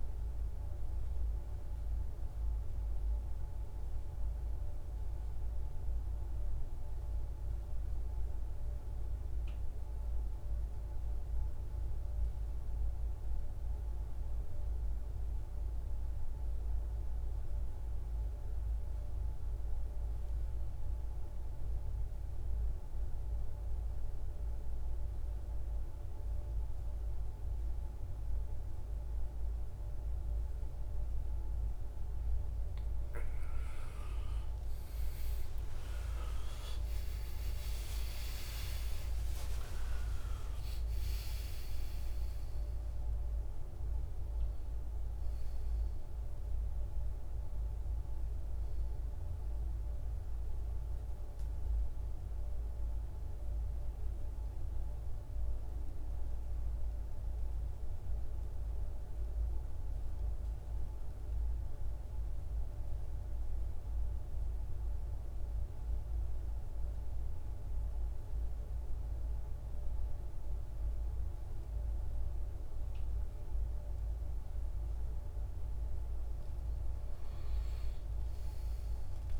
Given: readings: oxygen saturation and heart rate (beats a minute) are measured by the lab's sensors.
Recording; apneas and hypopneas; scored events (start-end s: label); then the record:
breathing in sleep, hard to hear, by a room microphone; 2
0.00-15.00 s: oxygen desaturation (device-marked, oxygen 86% lowest, heart rate 56 extreme)
2.00-32.00 s: mixed apnea (oxygen 99% before, 81% lowest, heart rate 64 before, 56 extreme, up 32 after)
29.00-60.00 s: oxygen desaturation (device-marked, oxygen 99% before, 81% lowest, heart rate 58 before, 55 extreme)
36.00-42.00 s: arousal
55.50-75.00 s: mixed apnea (oxygen 97% before, 85% lowest, heart rate 77 before, 55 extreme, up 13 after)
77.50-79.40 s: arousal
From the record:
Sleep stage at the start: N2 (light sleep); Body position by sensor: on the back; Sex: male